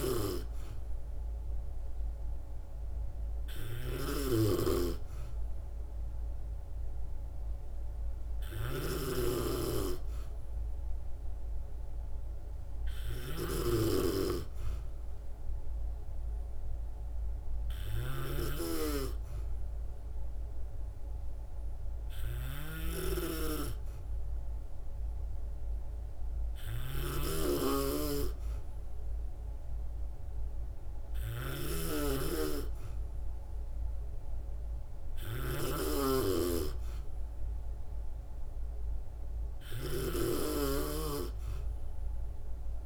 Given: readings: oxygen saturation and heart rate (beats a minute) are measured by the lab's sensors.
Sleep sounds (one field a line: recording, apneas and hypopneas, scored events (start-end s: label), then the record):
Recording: breathing in sleep by a room microphone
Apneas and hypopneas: none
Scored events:
0.00-42.86 s: snoring (device-marked)
From the record:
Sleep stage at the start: N2 (light sleep)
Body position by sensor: on the back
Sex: female